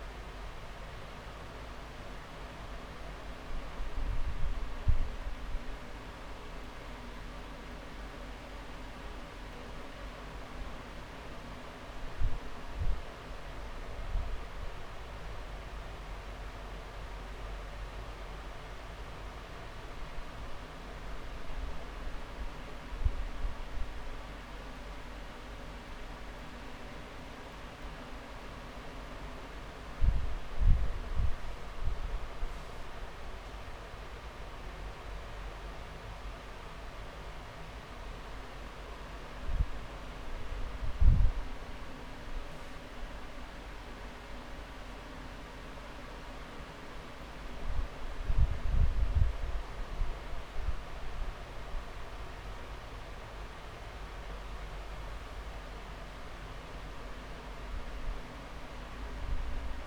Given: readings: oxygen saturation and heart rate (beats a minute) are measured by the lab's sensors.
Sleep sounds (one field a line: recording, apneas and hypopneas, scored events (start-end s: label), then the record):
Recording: breathing in sleep, hard to hear, by a room microphone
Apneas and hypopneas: none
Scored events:
6.00-8.00 s: long interval between heartbeats (device-marked)
11.50-13.50 s: long interval between heartbeats (device-marked)
16.50-18.50 s: long interval between heartbeats (device-marked)
22.50-24.50 s: long interval between heartbeats (device-marked)
42.50-44.50 s: long interval between heartbeats (device-marked)
53.50-55.50 s: long interval between heartbeats (device-marked)
From the record:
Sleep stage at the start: N2 (light sleep)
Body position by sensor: on the back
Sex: male